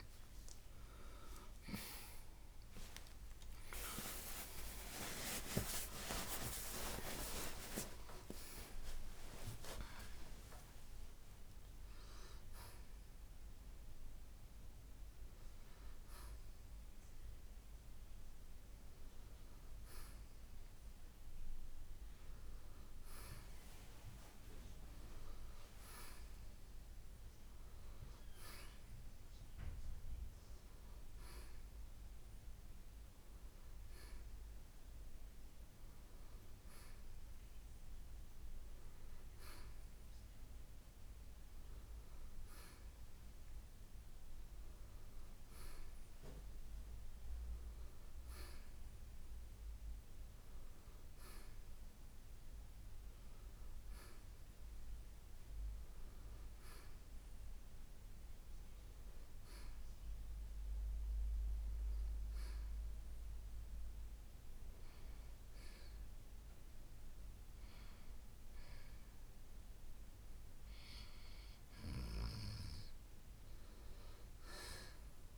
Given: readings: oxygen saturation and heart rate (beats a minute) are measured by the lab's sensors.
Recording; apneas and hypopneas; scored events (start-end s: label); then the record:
breathing in sleep by a room microphone; none
3.00-9.50 s: arousal
25.00-32.00 s: oxygen desaturation (device-marked, oxygen 91% before, 87% lowest, heart rate 85 before, 61 extreme)
53.00-75.38 s: new sleep stage, N2 (light sleep)
From the record:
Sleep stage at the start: N1 (lightest sleep); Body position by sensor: on the right side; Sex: male